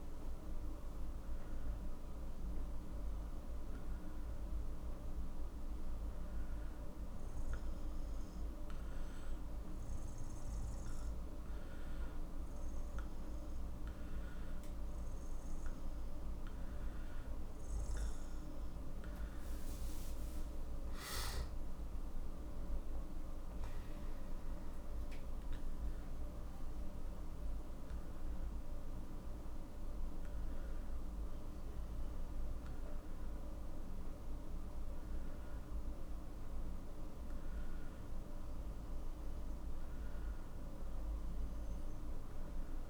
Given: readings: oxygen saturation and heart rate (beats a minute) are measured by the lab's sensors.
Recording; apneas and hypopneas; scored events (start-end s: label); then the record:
breathing in sleep, hard to hear, by a room microphone; none
22.00-26.00 s: arousal
From the record:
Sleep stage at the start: N2 (light sleep); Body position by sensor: on the back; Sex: male